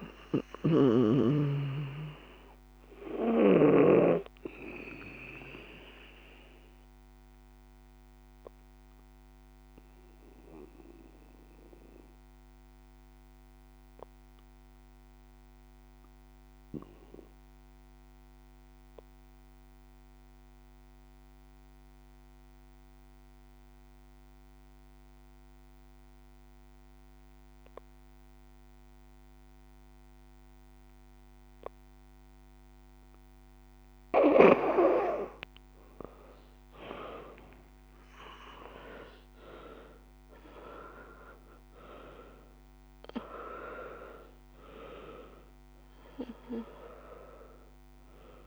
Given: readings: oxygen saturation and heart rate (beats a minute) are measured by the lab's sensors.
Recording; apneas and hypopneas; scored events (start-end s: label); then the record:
breathing in sleep by a microphone on the trachea; 1
0.00-3.00 s: snoring (device-marked)
0.00-24.50 s: oxygen desaturation (device-marked, oxygen 84% lowest, heart rate 52 extreme)
6.00-33.00 s: obstructive apnea (oxygen 98% before, 79% lowest, heart rate 61 before, 50 extreme, up 9 after)
31.50-48.47 s: oxygen desaturation (device-marked, oxygen 97% before, 79% lowest, heart rate 59 before, 50 extreme)
35.50-39.50 s: arousal
From the record:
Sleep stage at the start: N2 (light sleep); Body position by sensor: on the back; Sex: female